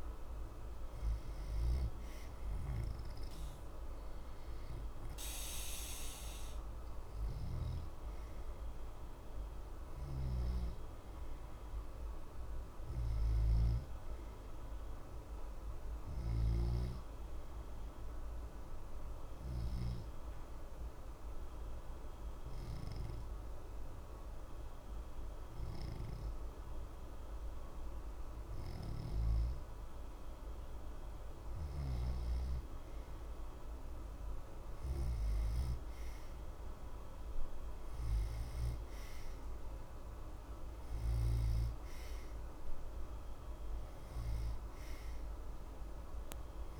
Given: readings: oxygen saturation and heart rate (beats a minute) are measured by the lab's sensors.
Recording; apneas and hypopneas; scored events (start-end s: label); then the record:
breathing in sleep, hard to hear, by a room microphone; 1
6.50-22.50 s: oxygen desaturation (device-marked, oxygen 92% before, 88% lowest, heart rate 60 before, 60 extreme)
15.50-31.50 s: obstructive apnea (oxygen 92% before, 88% lowest, heart rate 60 before, 60 extreme, up 2 after)
33.00-38.00 s: arousal
From the record:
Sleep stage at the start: N2 (light sleep); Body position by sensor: on the back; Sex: male